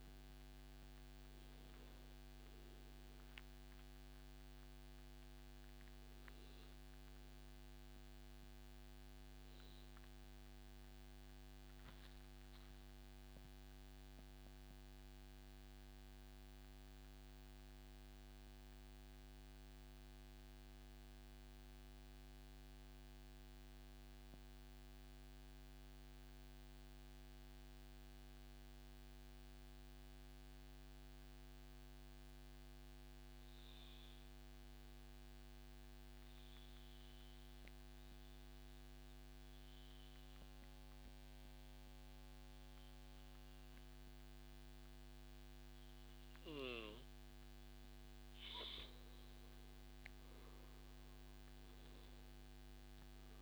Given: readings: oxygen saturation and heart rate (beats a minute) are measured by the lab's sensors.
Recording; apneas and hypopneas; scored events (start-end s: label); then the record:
breathing in sleep, hard to hear, by a microphone on the trachea; 1
4.00-47.50 s: mixed apnea (oxygen 97% before, 92% lowest, heart rate 140 before, 122 extreme, up 20 after)
42.50-53.42 s: oxygen desaturation (device-marked, oxygen 99% before, 93% lowest, heart rate 143 before, 88 extreme)
44.50-46.50 s: long interval between heartbeats (device-marked, heart rate 143 before, 130 extreme)
49.00-51.50 s: arousal
From the record:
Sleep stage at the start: N2 (light sleep); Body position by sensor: on the back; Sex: male